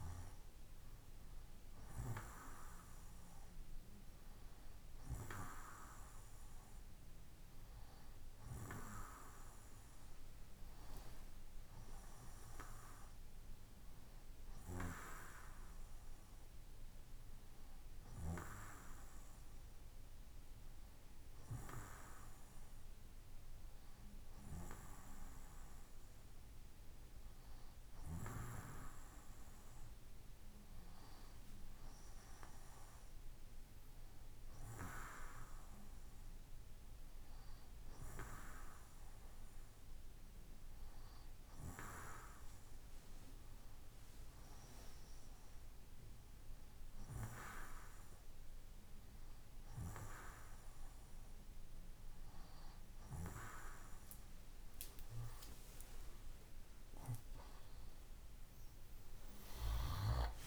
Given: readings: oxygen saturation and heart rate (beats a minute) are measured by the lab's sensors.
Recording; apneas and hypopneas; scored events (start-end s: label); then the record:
breathing in sleep by a room microphone; none
53.50-60.47 s: new sleep stage, awake
From the record:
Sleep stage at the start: N2 (light sleep); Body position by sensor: on the right side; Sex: male